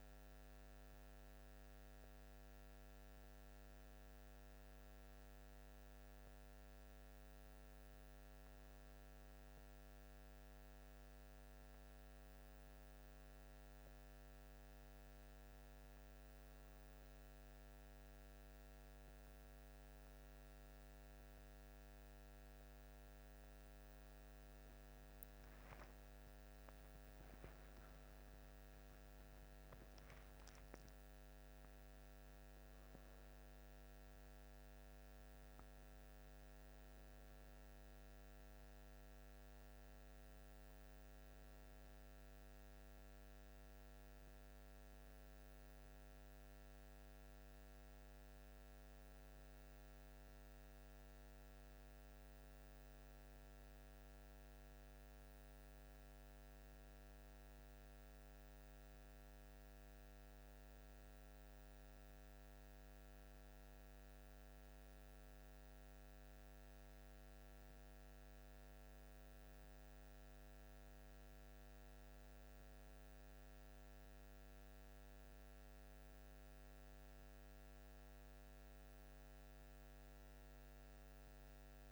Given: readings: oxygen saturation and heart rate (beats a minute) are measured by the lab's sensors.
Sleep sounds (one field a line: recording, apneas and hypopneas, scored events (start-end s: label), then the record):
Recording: breathing in sleep, hard to hear, by a microphone on the trachea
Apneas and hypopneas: none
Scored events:
none scored
From the record:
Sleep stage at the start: N1 (lightest sleep)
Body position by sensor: on the back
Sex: male